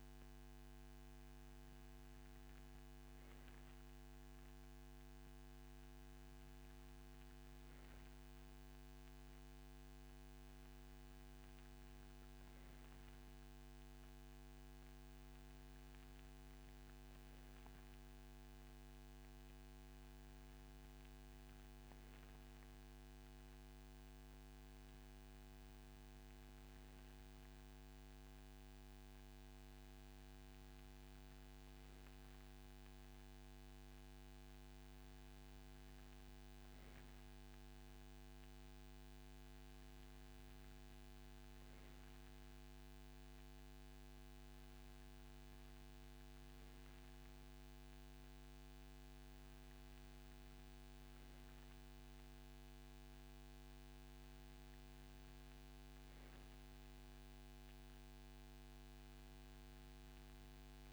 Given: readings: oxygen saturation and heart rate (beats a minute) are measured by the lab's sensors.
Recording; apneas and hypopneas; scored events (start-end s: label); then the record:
breathing in sleep, hard to hear, by a microphone on the trachea; none
none scored
From the record:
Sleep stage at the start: N3 (deep sleep); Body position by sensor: on the right side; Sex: male